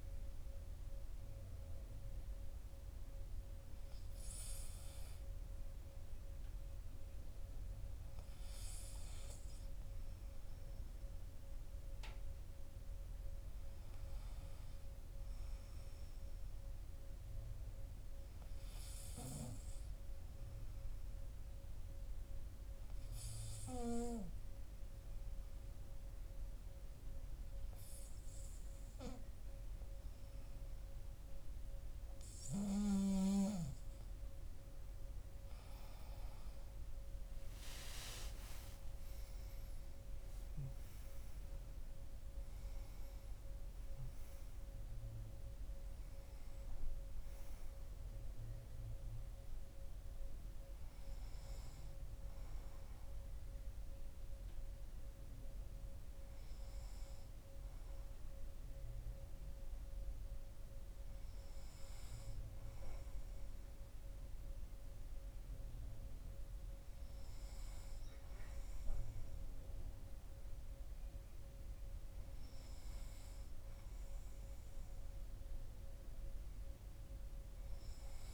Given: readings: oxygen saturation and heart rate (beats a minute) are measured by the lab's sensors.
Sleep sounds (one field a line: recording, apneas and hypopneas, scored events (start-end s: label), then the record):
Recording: breathing in sleep, hard to hear, by a room microphone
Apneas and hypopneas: 1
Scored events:
20.00-34.50 s: obstructive apnea (oxygen 97% before, 94% lowest, heart rate 55 before, 48 extreme, up 13 after)
36.50-41.00 s: arousal
From the record:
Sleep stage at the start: N2 (light sleep)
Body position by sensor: on the back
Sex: male